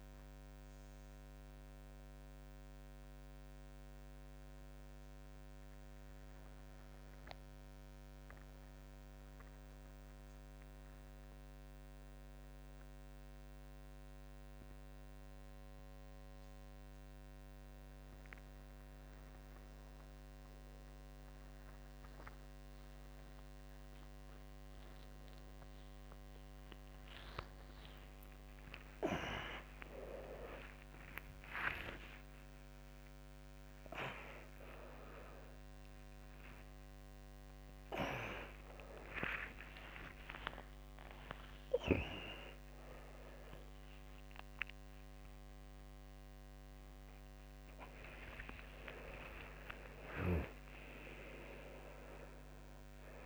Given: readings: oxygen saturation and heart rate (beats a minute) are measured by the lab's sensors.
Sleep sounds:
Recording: a person awake in a sleep study, by a microphone on the trachea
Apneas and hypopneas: none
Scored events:
none scored
From the record:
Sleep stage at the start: awake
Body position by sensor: on the front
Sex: male

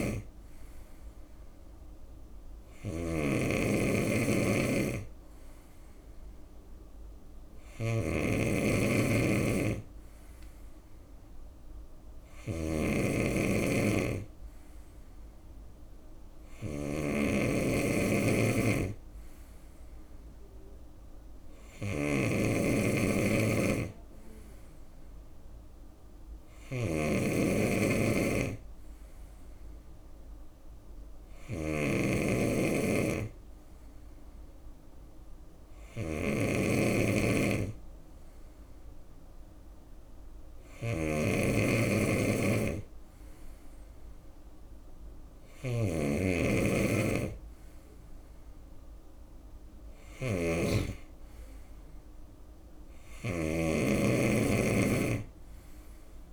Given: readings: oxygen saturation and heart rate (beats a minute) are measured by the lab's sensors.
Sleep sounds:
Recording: breathing in sleep by a room microphone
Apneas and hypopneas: none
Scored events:
0.00-56.33 s: snoring (device-marked)
From the record:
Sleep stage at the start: N2 (light sleep)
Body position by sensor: on the right side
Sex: male

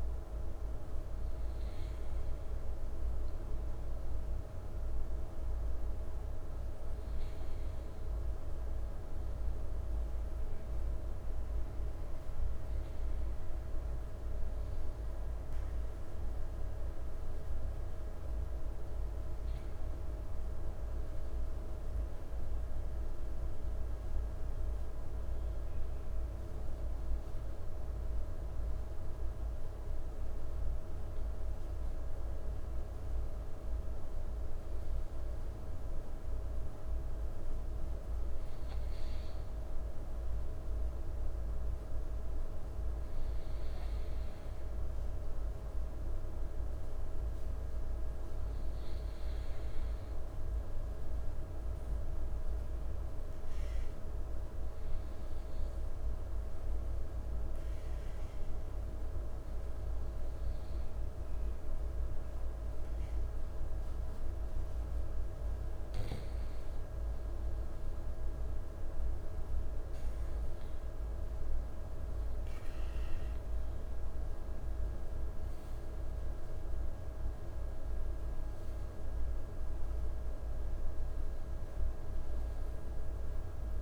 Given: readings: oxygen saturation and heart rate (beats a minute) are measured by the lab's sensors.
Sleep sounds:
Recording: breathing in sleep, hard to hear, by a room microphone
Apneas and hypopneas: 1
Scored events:
42.50-83.82 s: new sleep stage, N2 (light sleep)
51.00-66.00 s: obstructive apnea (oxygen 95% before, 95% lowest, heart rate 57 before, 55 extreme, up 5 after)
68.00-71.00 s: arousal
From the record:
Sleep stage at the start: N1 (lightest sleep)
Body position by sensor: on the right side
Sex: male

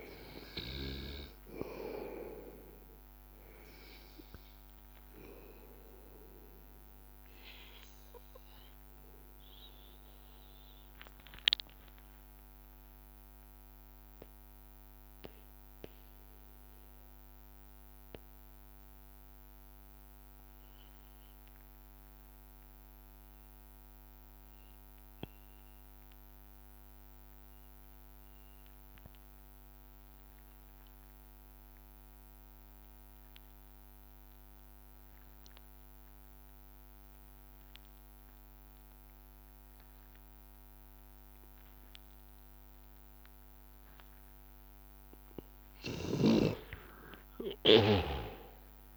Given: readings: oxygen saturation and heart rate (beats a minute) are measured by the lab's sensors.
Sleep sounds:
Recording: breathing in sleep by a microphone on the trachea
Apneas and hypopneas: 1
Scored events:
0.00-13.50 s: oxygen desaturation (device-marked, oxygen 90% lowest, heart rate 81 extreme)
5.50-7.50 s: long interval between heartbeats (device-marked, heart rate 85 before, 87 extreme)
11.50-43.00 s: hypopnea (oxygen 96% before, 92% lowest, heart rate 86 before, 80 extreme, up 3 after)
21.50-23.50 s: long interval between heartbeats (device-marked, heart rate 85 before, 83 extreme)
33.50-48.97 s: oxygen desaturation (device-marked, oxygen 99% before, 92% lowest, heart rate 84 before, 80 extreme)
45.50-48.97 s: arousal
From the record:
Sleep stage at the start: N2 (light sleep)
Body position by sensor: on the back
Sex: male

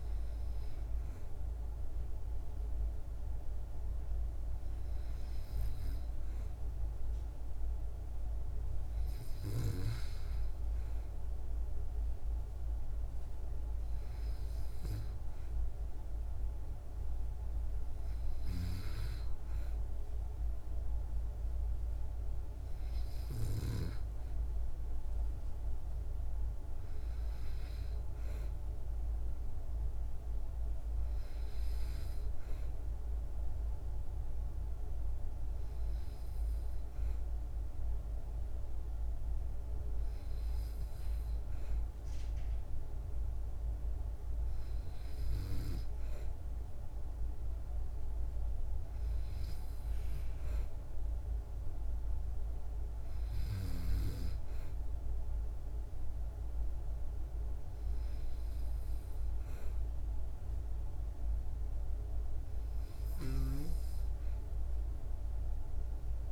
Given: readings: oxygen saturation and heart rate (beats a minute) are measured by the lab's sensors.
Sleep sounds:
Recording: breathing in sleep, hard to hear, by a room microphone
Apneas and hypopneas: none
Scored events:
none scored
From the record:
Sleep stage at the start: N2 (light sleep)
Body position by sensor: on the back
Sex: female

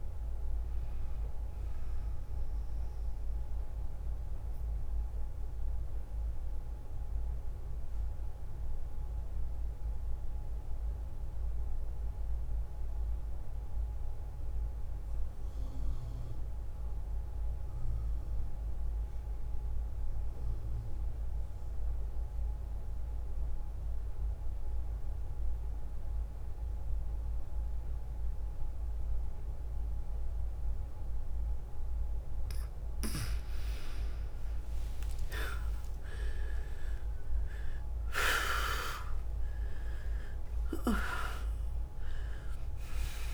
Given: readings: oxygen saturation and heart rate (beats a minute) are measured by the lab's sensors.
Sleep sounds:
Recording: breathing in sleep by a room microphone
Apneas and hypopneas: 1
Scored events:
0.00-13.00 s: oxygen desaturation (device-marked, oxygen 89% lowest, heart rate 58 extreme)
4.50-32.00 s: obstructive apnea (oxygen 100% before, 84% lowest, heart rate 66 before, 58 extreme, up 6 after)
29.00-43.34 s: oxygen desaturation (device-marked, oxygen 99% before, 84% lowest, heart rate 61 before, 56 extreme)
34.50-39.00 s: arousal
From the record:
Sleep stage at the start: N2 (light sleep)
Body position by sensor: on the back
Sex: female

